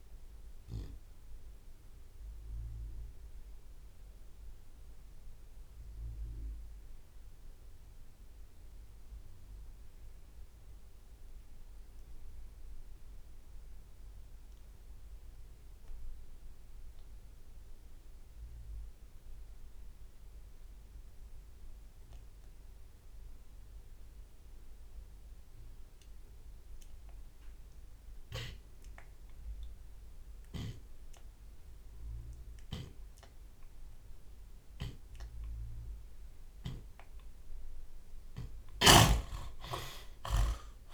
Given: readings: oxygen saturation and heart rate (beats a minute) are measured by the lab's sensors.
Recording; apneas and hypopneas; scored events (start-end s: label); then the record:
breathing in sleep by a room microphone; 1
0.00-4.50 s: tachycardia (device-marked, heart rate 131 extreme)
0.00-15.50 s: drop in pulse transit time (device-marked)
6.50-32.50 s: obstructive apnea (oxygen 97% before, 78% lowest)
12.50-29.50 s: oxygen desaturation (device-marked, oxygen 96% before, 80% lowest, heart rate 87 before, 50 extreme)
25.50-27.50 s: long interval between heartbeats (device-marked, heart rate 49 before, 66 extreme)
27.50-32.50 s: tachycardia (device-marked, heart rate 50 before, 110 extreme)
28.50-30.50 s: long interval between heartbeats (device-marked, heart rate 49 before, 86 extreme)
30.50-32.50 s: long interval between heartbeats (device-marked, heart rate 56 before, 110 extreme)
32.50-34.50 s: long interval between heartbeats (device-marked, heart rate 65 before, 112 extreme)
33.50-39.50 s: tachycardia (device-marked, heart rate 51 before, 119 extreme)
34.50-36.50 s: long interval between heartbeats (device-marked, heart rate 74 before, 99 extreme)
36.50-38.50 s: long interval between heartbeats (device-marked, heart rate 78 before, 109 extreme)
37.00-40.94 s: arousal
38.50-40.94 s: drop in pulse transit time (device-marked)
38.50-40.94 s: snoring (device-marked)
39.00-40.94 s: long interval between heartbeats (device-marked, heart rate 83 before, 117 extreme)
From the record:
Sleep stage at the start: N2 (light sleep); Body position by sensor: on the left side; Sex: male